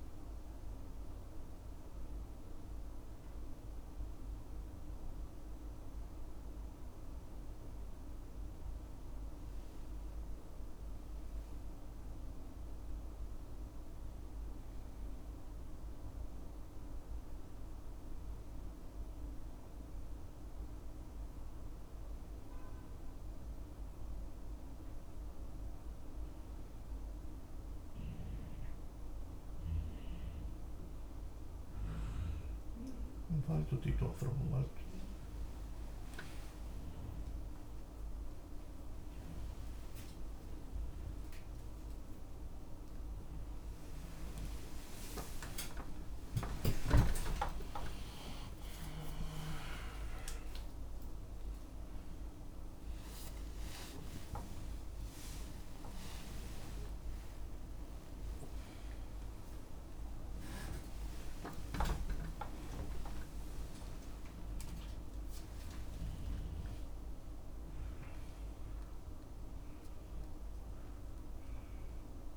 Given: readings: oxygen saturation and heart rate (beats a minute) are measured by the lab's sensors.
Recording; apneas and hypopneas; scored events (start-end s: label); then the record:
a person awake in a sleep study, by a room microphone; none
39.50-45.50 s: tachycardia (device-marked, heart rate 80 before, 113 extreme)
41.50-43.50 s: long interval between heartbeats (device-marked, heart rate 78 before, 94 extreme)
45.00-47.00 s: long interval between heartbeats (device-marked, heart rate 81 before, 113 extreme)
61.00-63.00 s: long interval between heartbeats (device-marked, heart rate 98 before, 97 extreme)
61.50-67.50 s: tachycardia (device-marked, heart rate 81 before, 112 extreme)
64.50-66.50 s: long interval between heartbeats (device-marked, heart rate 98 before, 112 extreme)
From the record:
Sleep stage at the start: awake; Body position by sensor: on the back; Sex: male